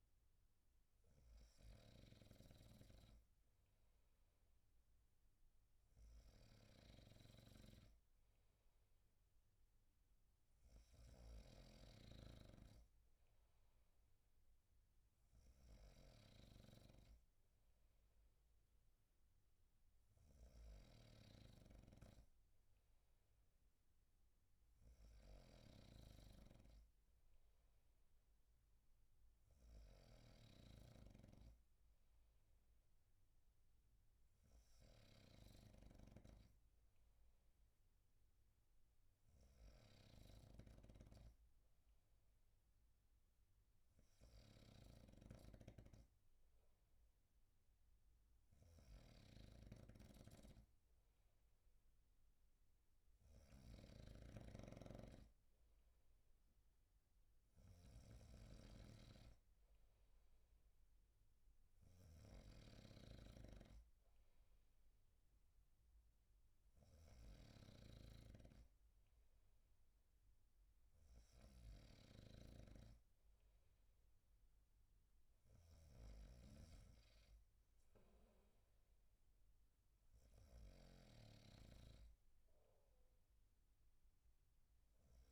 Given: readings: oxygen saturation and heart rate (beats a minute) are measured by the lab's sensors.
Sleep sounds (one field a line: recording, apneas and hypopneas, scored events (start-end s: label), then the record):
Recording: breathing in sleep by a room microphone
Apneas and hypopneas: none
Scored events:
0.00-85.32 s: snoring (device-marked)
From the record:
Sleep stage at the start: N2 (light sleep)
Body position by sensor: on the right side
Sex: male